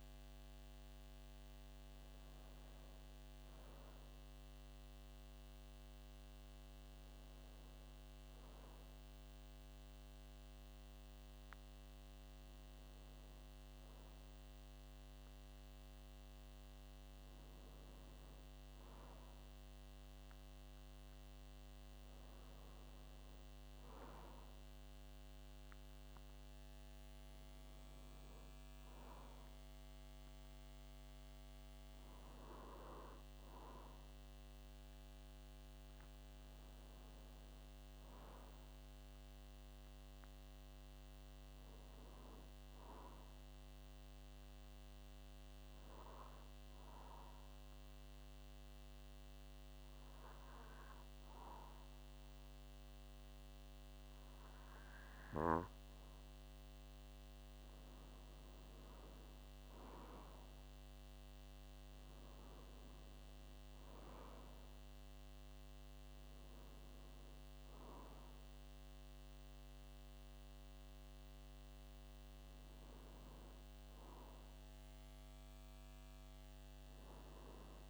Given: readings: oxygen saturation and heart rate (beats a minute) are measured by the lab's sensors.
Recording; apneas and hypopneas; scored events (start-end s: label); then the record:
breathing in sleep, hard to hear, by a microphone on the trachea; 1
44.50-58.50 s: hypopnea (oxygen 95% before, 92% lowest)
60.00-64.50 s: arousal
From the record:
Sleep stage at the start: N2 (light sleep); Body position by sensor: on the back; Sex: male